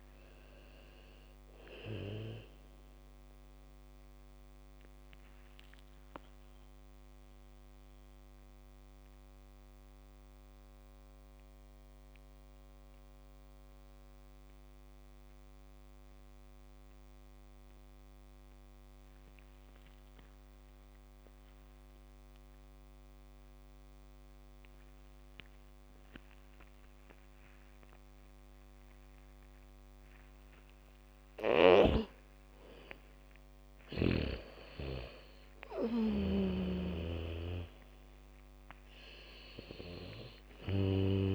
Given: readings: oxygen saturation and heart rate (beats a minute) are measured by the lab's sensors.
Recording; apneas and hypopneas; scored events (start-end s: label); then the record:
breathing in sleep by a microphone on the trachea; 1
0.00-18.50 s: oxygen desaturation (device-marked, oxygen 80% lowest, heart rate 36 extreme)
4.50-31.00 s: mixed apnea (oxygen 99% before, 80% lowest, heart rate 62 before, 36 extreme, up 0 after)
27.50-40.50 s: bradycardia (device-marked, heart rate 73 before, 36 extreme)
31.50-41.35 s: oxygen desaturation (device-marked, oxygen 99% before, 83% lowest, heart rate 73 before, 38 extreme)
33.00-38.00 s: arousal
From the record:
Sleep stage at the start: N2 (light sleep); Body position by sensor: on the back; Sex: female